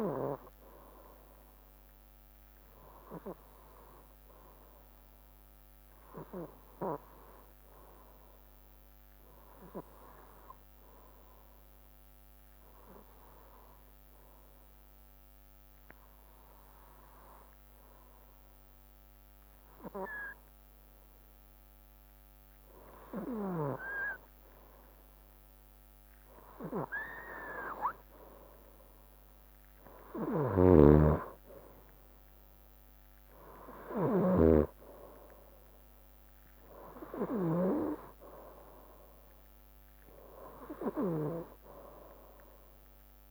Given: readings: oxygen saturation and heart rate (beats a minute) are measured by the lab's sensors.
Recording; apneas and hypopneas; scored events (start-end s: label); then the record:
breathing in sleep by a microphone on the trachea; 1
5.50-8.50 s: arousal
11.00-22.00 s: hypopnea (oxygen 95% before, 93% lowest, heart rate 66 before, 64 extreme, up 0 after)
25.50-30.00 s: arousal
30.00-37.50 s: snoring (device-marked)
From the record:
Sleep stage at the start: N2 (light sleep); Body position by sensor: on the right side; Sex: male